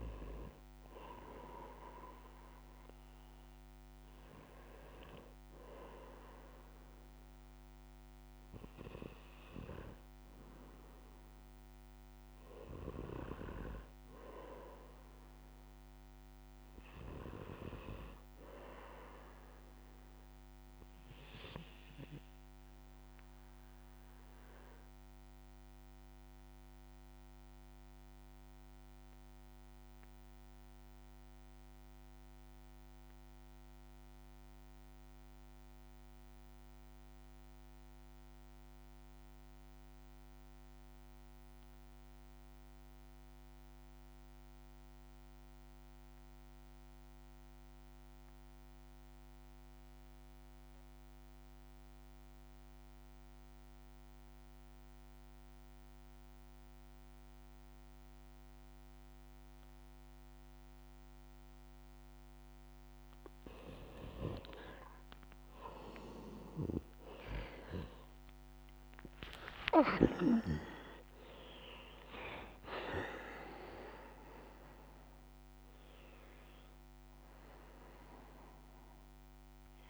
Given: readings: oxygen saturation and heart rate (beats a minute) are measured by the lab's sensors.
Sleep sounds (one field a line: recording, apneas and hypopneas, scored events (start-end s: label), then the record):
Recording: breathing in sleep by a microphone on the trachea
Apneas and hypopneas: 1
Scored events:
0.00-7.50 s: oxygen desaturation (device-marked, oxygen 84% lowest, heart rate 63 extreme)
15.00-19.00 s: arousal
25.00-62.50 s: obstructive apnea (oxygen 99% before, 79% lowest, heart rate 67 before, 56 extreme, up 24 after)
36.50-47.50 s: oxygen desaturation (device-marked, oxygen 97% before, 94% lowest, heart rate 66 before, 56 extreme)
52.50-79.89 s: oxygen desaturation (device-marked, oxygen 95% before, 79% lowest, heart rate 60 before, 61 extreme)
66.00-71.00 s: arousal
From the record:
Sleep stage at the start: REM sleep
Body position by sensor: on the back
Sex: male